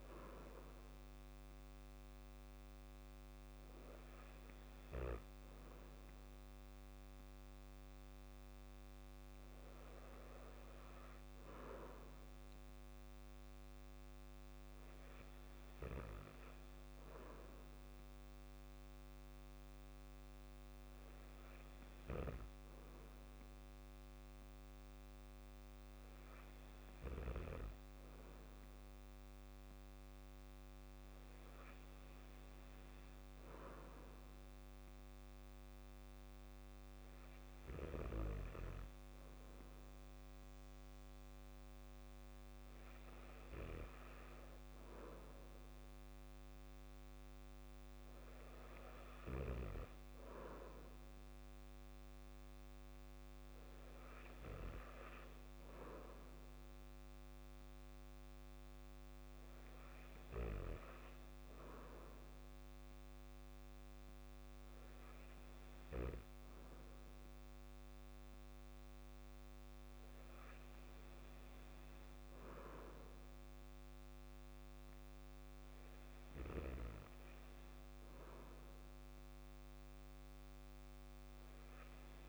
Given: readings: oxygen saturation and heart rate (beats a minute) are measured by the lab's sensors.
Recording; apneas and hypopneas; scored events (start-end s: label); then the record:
breathing in sleep by a microphone on the trachea; none
none scored
From the record:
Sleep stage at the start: N2 (light sleep); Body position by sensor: on the back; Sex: male